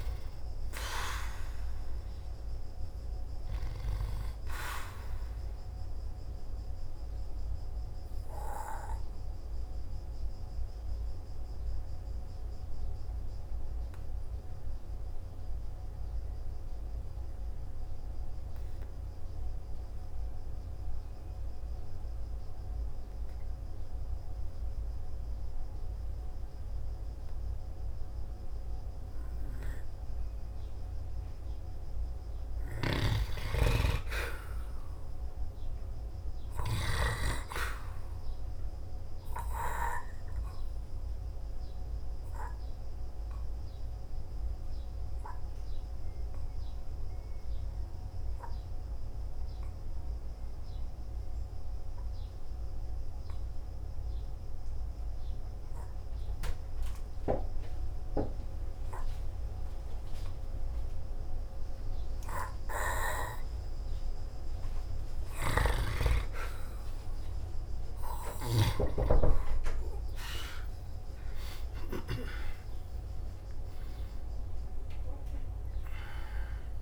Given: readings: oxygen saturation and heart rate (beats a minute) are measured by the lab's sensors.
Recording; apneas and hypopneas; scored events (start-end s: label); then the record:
breathing in sleep by a room microphone; 2
0.00-25.50 s: oxygen desaturation (device-marked, oxygen 87% lowest, heart rate 54 extreme)
6.50-31.50 s: obstructive apnea (oxygen 97% before, 87% lowest, heart rate 62 before, 54 extreme, up 1 after)
32.50-36.00 s: arousal
38.00-65.00 s: hypopnea (oxygen 98% before, 89% lowest, heart rate 56 before, 53 extreme, up 4 after)
40.50-73.50 s: oxygen desaturation (device-marked, oxygen 98% before, 90% lowest, heart rate 56 before, 53 extreme)
68.50-73.00 s: arousal
68.50-76.82 s: new sleep stage, N1 (lightest sleep)
From the record:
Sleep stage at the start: N2 (light sleep); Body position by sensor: on the back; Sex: male